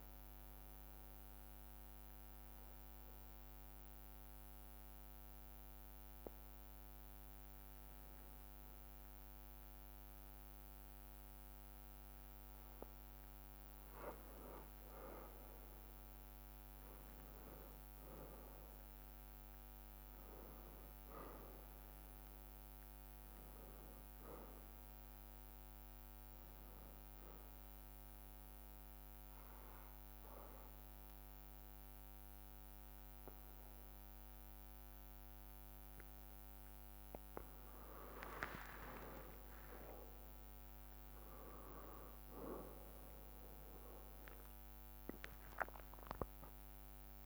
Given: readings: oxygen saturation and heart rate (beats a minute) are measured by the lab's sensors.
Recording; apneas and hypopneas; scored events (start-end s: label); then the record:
breathing in sleep by a microphone on the trachea; 2
1.00-13.50 s: hypopnea (oxygen 96% before, 94% lowest, heart rate 61 before, 59 extreme, up 1 after)
11.00-16.00 s: bradycardia (device-marked, heart rate 66 before, 59 extreme)
16.50-20.00 s: arousal
28.00-38.00 s: obstructive apnea (oxygen 96% before, 94% lowest, heart rate 61 before, 59 extreme, up 8 after)
From the record:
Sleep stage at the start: N1 (lightest sleep); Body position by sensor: on the back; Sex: male